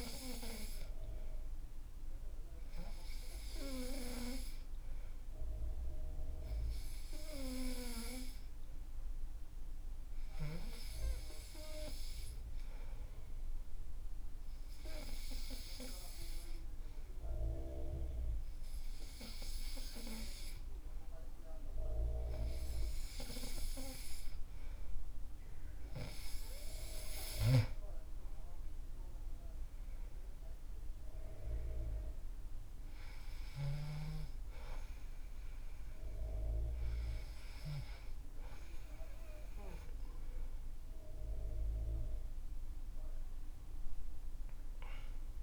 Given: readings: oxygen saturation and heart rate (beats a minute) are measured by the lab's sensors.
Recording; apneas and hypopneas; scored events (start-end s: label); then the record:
breathing in sleep by a room microphone; 1
13.00-25.50 s: hypopnea (oxygen 95% before, 93% lowest, heart rate 69 before, 68 extreme, up 13 after)
27.00-30.50 s: arousal
From the record:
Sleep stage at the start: N2 (light sleep); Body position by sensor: on the back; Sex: male